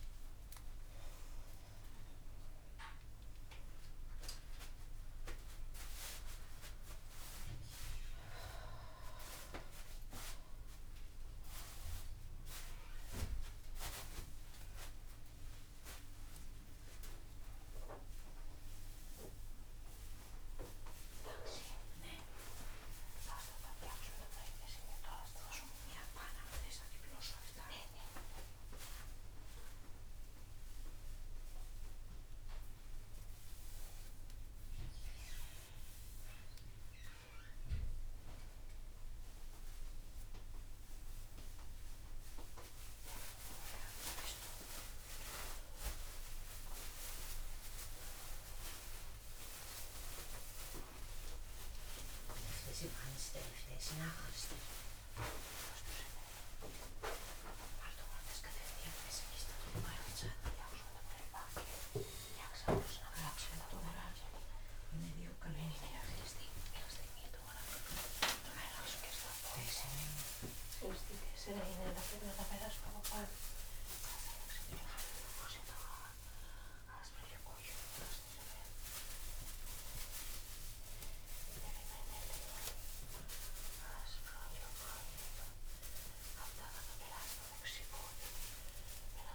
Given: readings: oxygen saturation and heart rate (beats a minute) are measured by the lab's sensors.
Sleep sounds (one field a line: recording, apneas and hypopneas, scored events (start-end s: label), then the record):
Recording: a person awake in a sleep study, by a room microphone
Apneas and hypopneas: none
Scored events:
none scored
From the record:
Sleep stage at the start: awake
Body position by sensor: upright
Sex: female